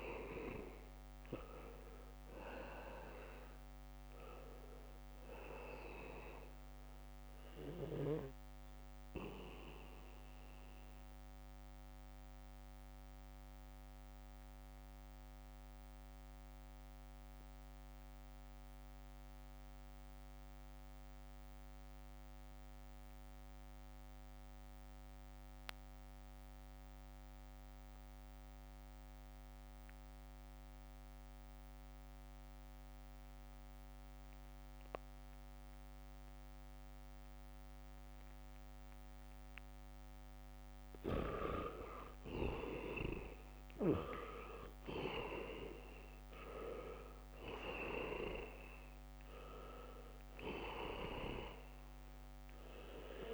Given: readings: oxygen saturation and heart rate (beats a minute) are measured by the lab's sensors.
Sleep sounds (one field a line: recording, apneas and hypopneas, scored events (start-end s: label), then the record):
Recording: breathing in sleep by a microphone on the trachea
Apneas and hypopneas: 1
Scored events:
0.00-2.00 s: arousal
0.00-24.00 s: oxygen desaturation (device-marked, oxygen 79% lowest, heart rate 62 extreme)
10.00-40.00 s: mixed apnea (oxygen 98% before, 79% lowest, heart rate 65 before, 62 extreme, up 1 after)
34.00-53.34 s: oxygen desaturation (device-marked, oxygen 99% before, 79% lowest, heart rate 69 before, 62 extreme)
40.50-48.50 s: leg movement (device-marked)
43.50-47.50 s: arousal
49.00-53.34 s: leg movement (device-marked)
From the record:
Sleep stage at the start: N2 (light sleep)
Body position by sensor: on the back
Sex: male